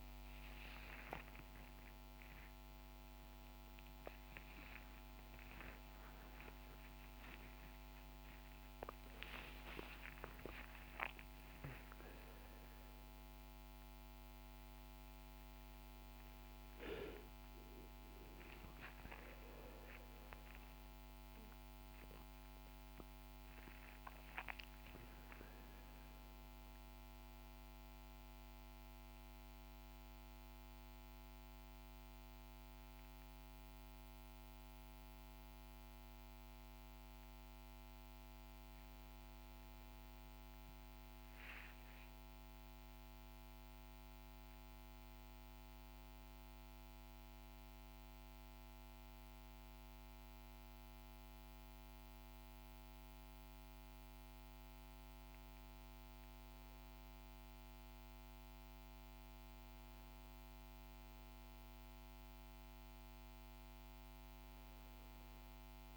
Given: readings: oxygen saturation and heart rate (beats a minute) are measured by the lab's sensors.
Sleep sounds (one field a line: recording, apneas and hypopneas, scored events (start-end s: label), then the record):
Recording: a person partly awake in a sleep study, hard to hear, by a microphone on the trachea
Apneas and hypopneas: none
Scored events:
17.50-65.97 s: new sleep stage, N1 (lightest sleep)
63.50-64.50 s: oxygen desaturation (device-marked, oxygen 97% before, 96% lowest, heart rate 64 before, 60 extreme)
From the record:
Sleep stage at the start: awake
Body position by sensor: on the right side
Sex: male